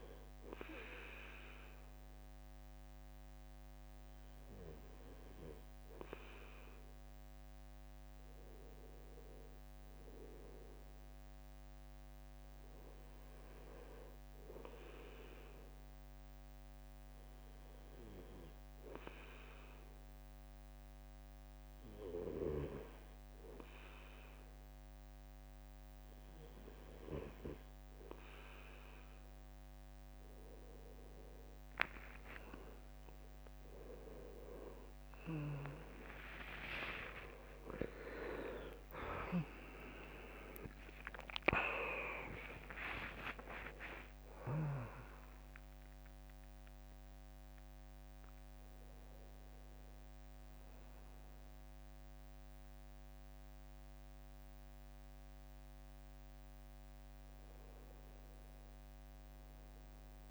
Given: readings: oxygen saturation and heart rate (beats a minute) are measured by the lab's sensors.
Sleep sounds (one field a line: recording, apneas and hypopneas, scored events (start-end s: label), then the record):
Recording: a person partly awake in a sleep study, by a microphone on the trachea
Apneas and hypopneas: 1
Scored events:
16.00-30.00 s: hypopnea (oxygen 95% before, 92% lowest, heart rate 69 before, 65 extreme, up 14 after)
32.00-60.31 s: new sleep stage, awake
36.00-55.00 s: drop in pulse transit time (device-marked, heart rate 68 before, 71 extreme)
From the record:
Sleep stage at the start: N2 (light sleep)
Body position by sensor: on the right side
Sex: male